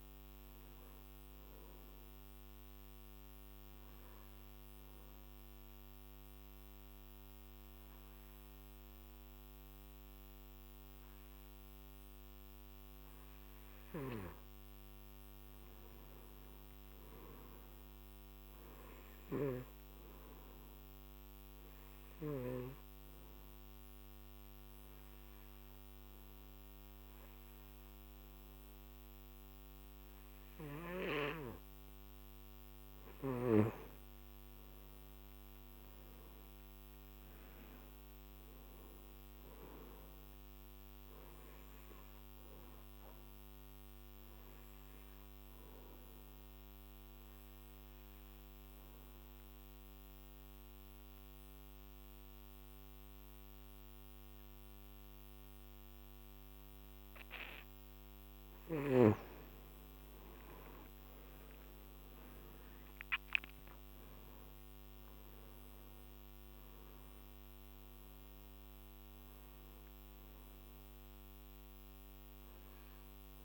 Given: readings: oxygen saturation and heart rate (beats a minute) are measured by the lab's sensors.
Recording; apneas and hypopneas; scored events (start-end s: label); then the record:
breathing in sleep by a microphone on the trachea; 3
0.00-15.00 s: oxygen desaturation (device-marked, oxygen 91% lowest, heart rate 48 extreme)
3.50-15.00 s: obstructive apnea (oxygen 97% before, 90% lowest, heart rate 65 before, 49 extreme, up 17 after)
16.50-19.50 s: arousal
22.50-32.50 s: obstructive apnea (oxygen 98% before, 89% lowest, heart rate 56 before, 52 extreme, up 21 after)
25.00-37.00 s: oxygen desaturation (device-marked, oxygen 98% before, 92% lowest, heart rate 55 before, 52 extreme)
35.00-39.00 s: arousal
39.00-54.00 s: oxygen desaturation (device-marked, oxygen 96% before, 90% lowest, heart rate 57 before, 46 extreme)
44.00-57.00 s: obstructive apnea (oxygen 98% before, 89% lowest, heart rate 59 before, 46 extreme, up 13 after)
60.50-65.00 s: arousal
67.00-73.45 s: oxygen desaturation (device-marked, oxygen 97% before, 89% lowest, heart rate 60 before, 46 extreme)
From the record:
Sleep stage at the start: N2 (light sleep); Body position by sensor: on the back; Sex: male